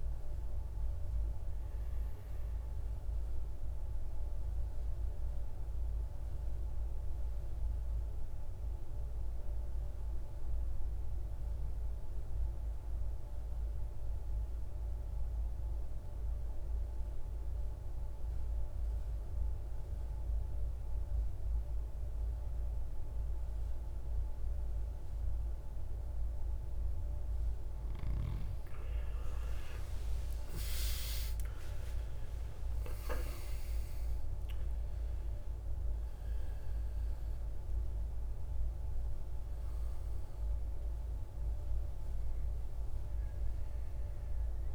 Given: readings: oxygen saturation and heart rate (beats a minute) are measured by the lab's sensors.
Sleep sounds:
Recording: breathing in sleep, hard to hear, by a room microphone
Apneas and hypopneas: 1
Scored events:
0.00-12.50 s: oxygen desaturation (device-marked, oxygen 91% lowest, heart rate 54 extreme)
4.50-27.50 s: obstructive apnea (oxygen 98% before, 89% lowest, heart rate 62 before, 54 extreme, up 17 after)
27.50-34.50 s: oxygen desaturation (device-marked, oxygen 98% before, 94% lowest, heart rate 56 before, 53 extreme)
29.00-33.50 s: arousal
From the record:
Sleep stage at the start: N2 (light sleep)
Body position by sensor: on the right side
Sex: male

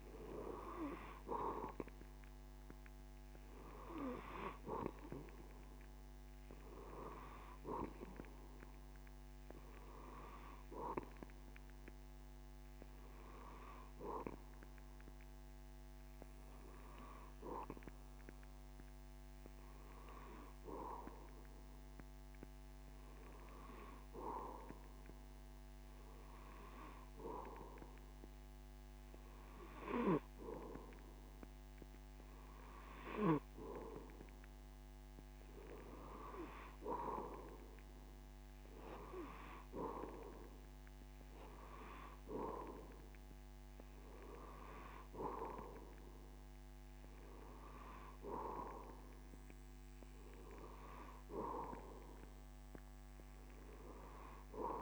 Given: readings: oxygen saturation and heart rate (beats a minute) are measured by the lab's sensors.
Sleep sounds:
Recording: breathing in sleep by a microphone on the trachea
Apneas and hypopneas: none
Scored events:
none scored
From the record:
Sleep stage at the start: N2 (light sleep)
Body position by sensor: on the back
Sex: male

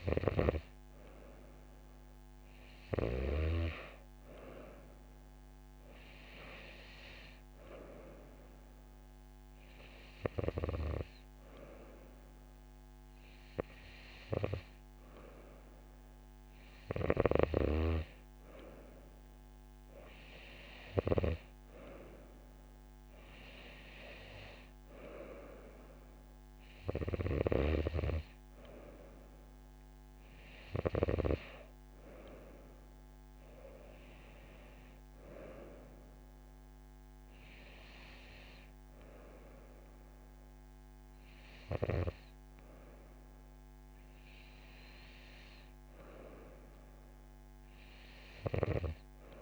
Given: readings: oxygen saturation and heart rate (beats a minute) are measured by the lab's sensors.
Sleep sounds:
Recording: breathing in sleep by a microphone on the trachea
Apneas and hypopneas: none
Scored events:
none scored
From the record:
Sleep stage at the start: N2 (light sleep)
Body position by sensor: on the right side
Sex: female

